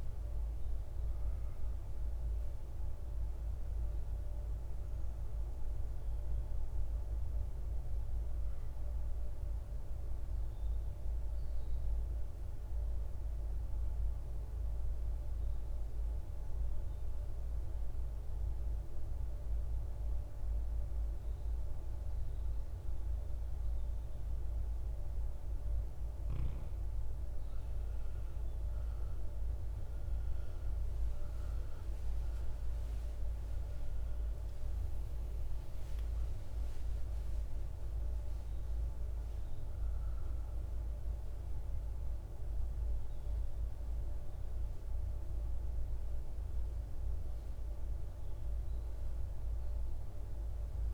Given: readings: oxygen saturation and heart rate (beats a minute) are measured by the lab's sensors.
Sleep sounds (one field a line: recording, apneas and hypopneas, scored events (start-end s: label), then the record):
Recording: breathing in sleep, hard to hear, by a room microphone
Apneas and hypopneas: 1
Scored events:
4.50-9.00 s: arousal
12.00-25.50 s: obstructive apnea (oxygen 97% before, 93% lowest, heart rate 62 before, 58 extreme, up 11 after)
27.50-33.00 s: arousal
34.00-50.94 s: oxygen desaturation (device-marked, oxygen 97% before, 93% lowest, heart rate 63 before, 53 extreme)
From the record:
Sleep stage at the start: N2 (light sleep)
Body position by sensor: on the right side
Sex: male